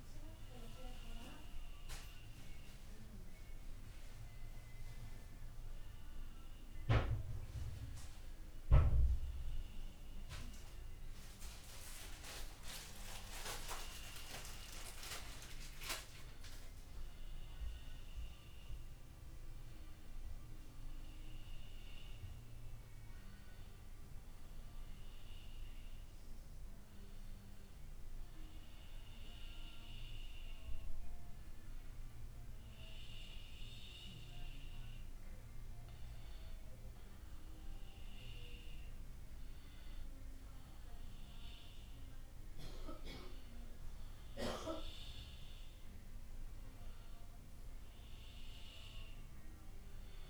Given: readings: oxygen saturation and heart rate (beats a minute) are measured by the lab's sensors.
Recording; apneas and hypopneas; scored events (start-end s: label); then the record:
a person awake in a sleep study, by a room microphone; none
none scored
From the record:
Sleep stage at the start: awake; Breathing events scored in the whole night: 360 in 4.1 hours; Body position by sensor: on the back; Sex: female